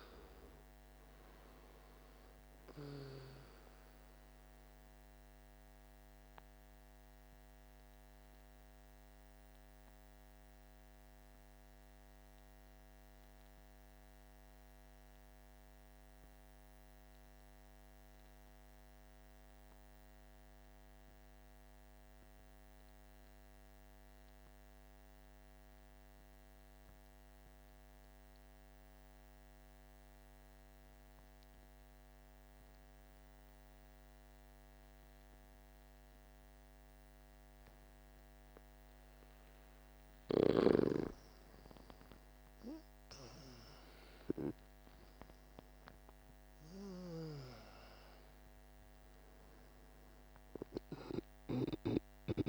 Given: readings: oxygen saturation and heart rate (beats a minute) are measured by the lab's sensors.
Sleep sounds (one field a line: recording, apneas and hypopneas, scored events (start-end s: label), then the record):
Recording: breathing in sleep by a microphone on the trachea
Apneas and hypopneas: 1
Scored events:
0.00-15.50 s: oxygen desaturation (device-marked, oxygen 83% lowest, heart rate 48 extreme)
6.00-39.00 s: mixed apnea (oxygen 95% before, 83% lowest, heart rate 57 before, 48 extreme, up 11 after)
33.50-52.49 s: oxygen desaturation (device-marked, oxygen 98% before, 87% lowest, heart rate 50 before, 49 extreme)
41.00-46.00 s: arousal
From the record:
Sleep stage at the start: N2 (light sleep)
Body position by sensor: on the back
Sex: male